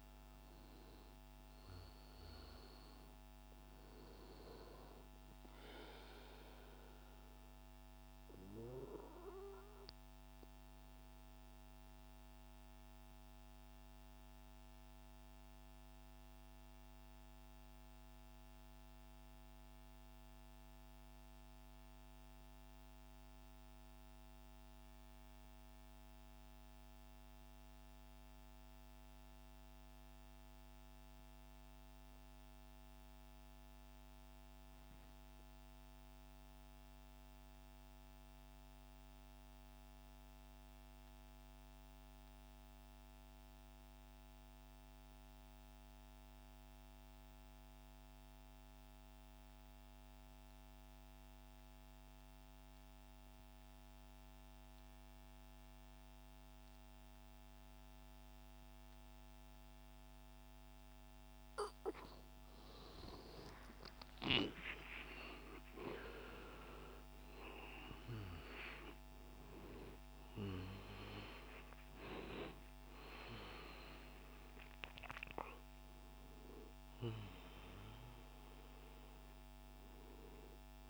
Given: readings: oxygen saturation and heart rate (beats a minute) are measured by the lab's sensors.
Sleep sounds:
breathing in sleep by a microphone on the trachea; 1
0.00-2.50 s: arousal
0.00-24.00 s: oxygen desaturation (device-marked, oxygen 89% lowest, heart rate 47 extreme)
11.50-61.00 s: mixed apnea (oxygen 98% before, 82% lowest, heart rate 58 before, 57 extreme, up 38 after)
44.00-80.90 s: oxygen desaturation (device-marked, oxygen 97% before, 82% lowest, heart rate 73 before, 58 extreme)
63.00-69.00 s: arousal
From the record:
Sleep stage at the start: N2 (light sleep); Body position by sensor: on the right side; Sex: male

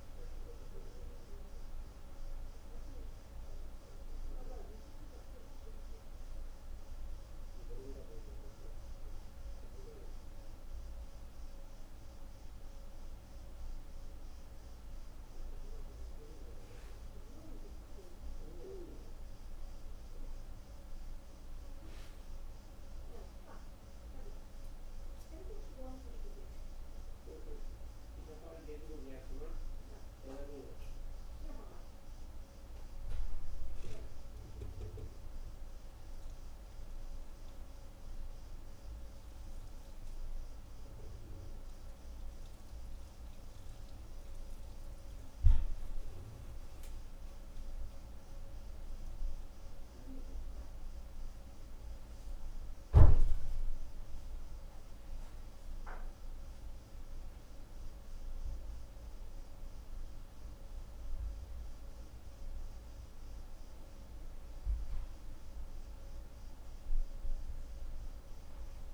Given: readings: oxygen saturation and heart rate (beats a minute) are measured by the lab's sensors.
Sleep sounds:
breathing in sleep by a room microphone; none
none scored
From the record:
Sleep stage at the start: N1 (lightest sleep); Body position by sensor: on the right side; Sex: female

